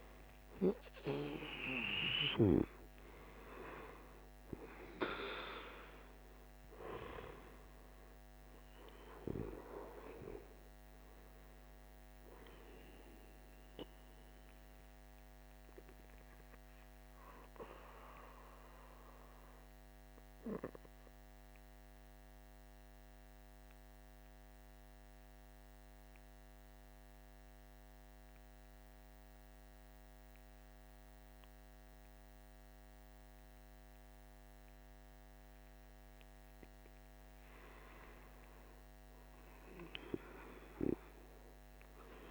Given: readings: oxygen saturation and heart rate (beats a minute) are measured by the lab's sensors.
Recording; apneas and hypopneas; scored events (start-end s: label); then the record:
breathing in sleep by a microphone on the trachea; 1
0.00-28.00 s: oxygen desaturation (device-marked, oxygen 87% lowest, heart rate 47 extreme)
17.00-37.00 s: obstructive apnea (oxygen 97% before, 87% lowest, heart rate 59 before, 47 extreme, up 10 after)
38.00-42.00 s: arousal
From the record:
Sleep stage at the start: N2 (light sleep); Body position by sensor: on the back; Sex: male